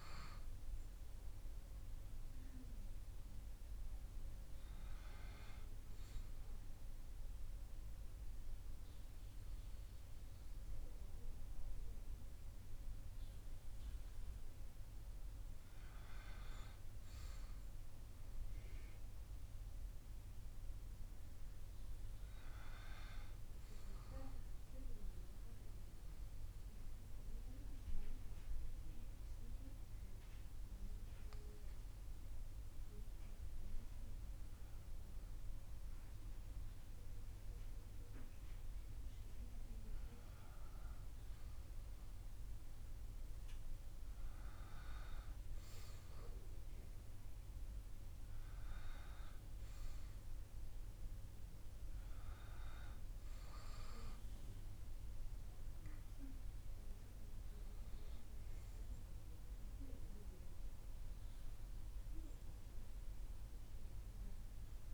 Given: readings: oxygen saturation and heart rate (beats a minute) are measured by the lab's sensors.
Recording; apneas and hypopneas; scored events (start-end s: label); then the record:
breathing in sleep by a room microphone; 1
25.00-40.00 s: hypopnea (oxygen 98% before, 95% lowest)
42.00-48.00 s: arousal
From the record:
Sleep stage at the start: REM sleep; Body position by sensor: on the back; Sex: male